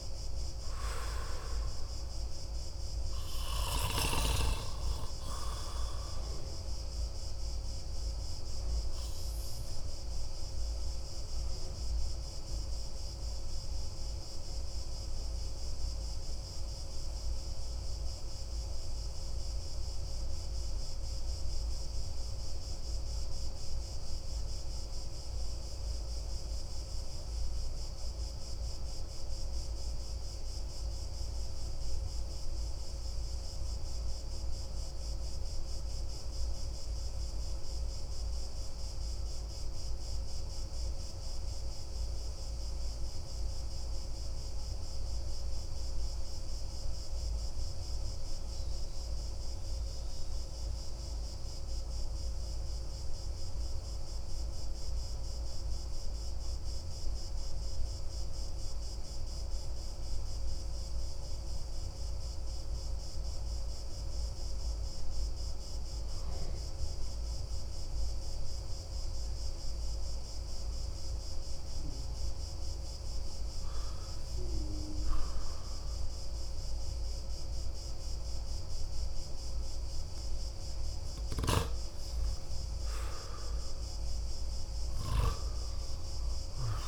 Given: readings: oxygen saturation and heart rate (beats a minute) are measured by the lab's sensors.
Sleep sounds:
breathing in sleep by a room microphone; 1
0.00-4.00 s: oxygen desaturation (device-marked, oxygen 91% lowest)
7.00-71.50 s: obstructive apnea (oxygen 96% before, 90% lowest)
63.00-86.88 s: oxygen desaturation (device-marked, oxygen 98% before, 91% lowest)
73.50-77.50 s: arousal
From the record:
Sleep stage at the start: N2 (light sleep); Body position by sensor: on the back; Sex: male

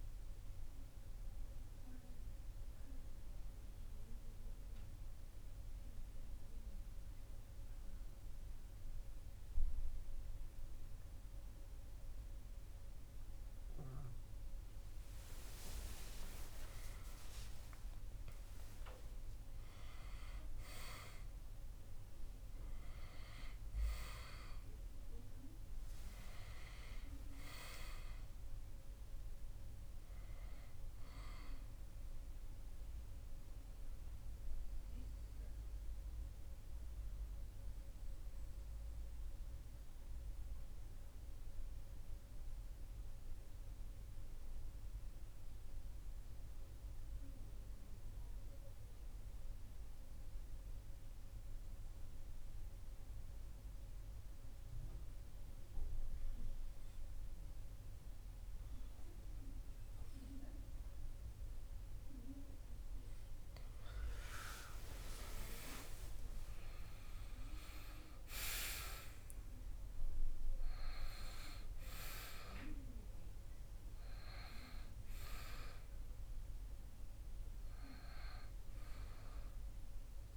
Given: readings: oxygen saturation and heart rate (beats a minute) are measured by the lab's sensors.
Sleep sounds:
breathing in sleep by a room microphone; 2
1.00-14.50 s: obstructive apnea (oxygen 97% before, 94% lowest, heart rate 60 before, 59 extreme, up 4 after)
15.00-19.00 s: arousal
34.50-62.50 s: mixed apnea (oxygen 97% before, 92% lowest, heart rate 62 before, 58 extreme, up 4 after)
63.00-68.00 s: arousal
67.00-80.37 s: oxygen desaturation (device-marked, oxygen 98% before, 92% lowest, heart rate 59 before, 58 extreme)
From the record:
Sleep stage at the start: N2 (light sleep); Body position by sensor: on the back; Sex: male

